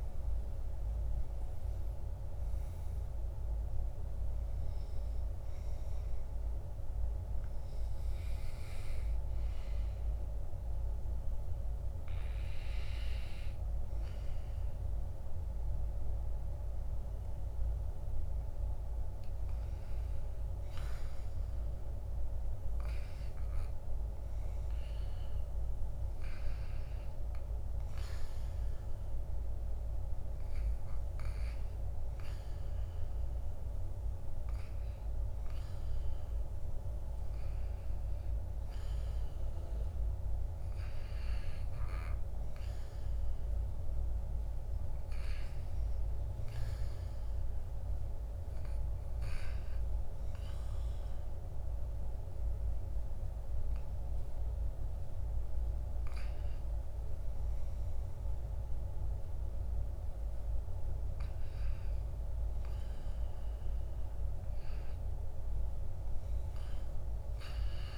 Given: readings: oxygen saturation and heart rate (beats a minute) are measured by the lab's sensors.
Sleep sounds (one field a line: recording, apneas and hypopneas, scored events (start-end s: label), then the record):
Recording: breathing in sleep, hard to hear, by a room microphone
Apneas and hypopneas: 1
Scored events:
52.00-63.00 s: obstructive apnea (oxygen 98% before, 96% lowest, heart rate 65 before, 65 extreme, up 2 after)
65.50-67.97 s: arousal
From the record:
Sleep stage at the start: REM sleep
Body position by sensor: on the back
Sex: male